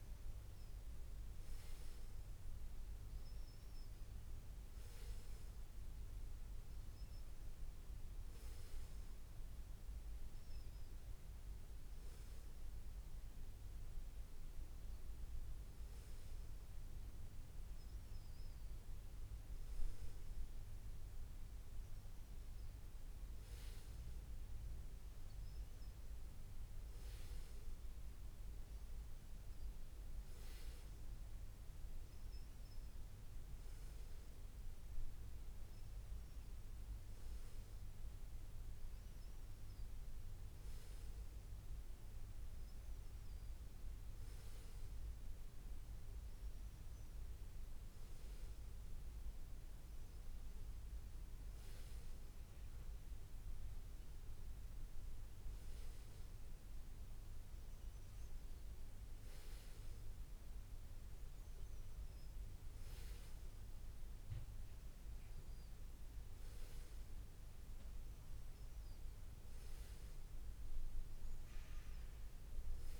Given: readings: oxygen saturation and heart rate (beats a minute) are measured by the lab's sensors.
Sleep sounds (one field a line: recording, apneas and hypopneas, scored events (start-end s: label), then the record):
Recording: breathing in sleep, hard to hear, by a room microphone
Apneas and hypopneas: none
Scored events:
none scored
From the record:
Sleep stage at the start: N2 (light sleep)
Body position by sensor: on the back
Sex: male